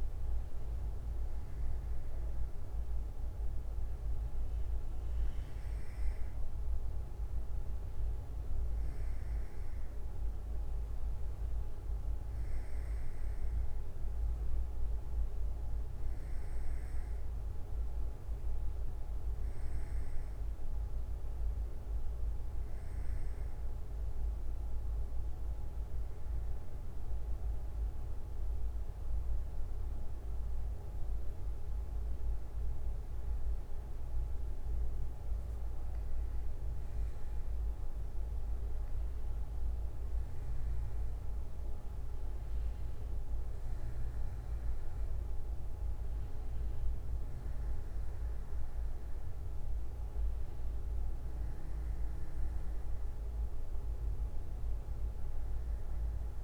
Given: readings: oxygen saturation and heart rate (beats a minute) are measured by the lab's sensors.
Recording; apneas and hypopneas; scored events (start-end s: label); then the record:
breathing in sleep, hard to hear, by a room microphone; 1
11.00-23.00 s: bradycardia (device-marked, heart rate 68 before, 58 extreme)
24.50-35.50 s: hypopnea (oxygen 95% before, 91% lowest, heart rate 61 before, 56 extreme, up 8 after)
31.00-34.00 s: bradycardia (device-marked, heart rate 68 before, 65 extreme)
38.00-43.00 s: arousal
42.00-56.43 s: oxygen desaturation (device-marked, oxygen 94% before, 91% lowest, heart rate 63 before, 56 extreme)
49.00-53.00 s: bradycardia (device-marked, heart rate 67 before, 58 extreme)
From the record:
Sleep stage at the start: N1 (lightest sleep); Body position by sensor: on the back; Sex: male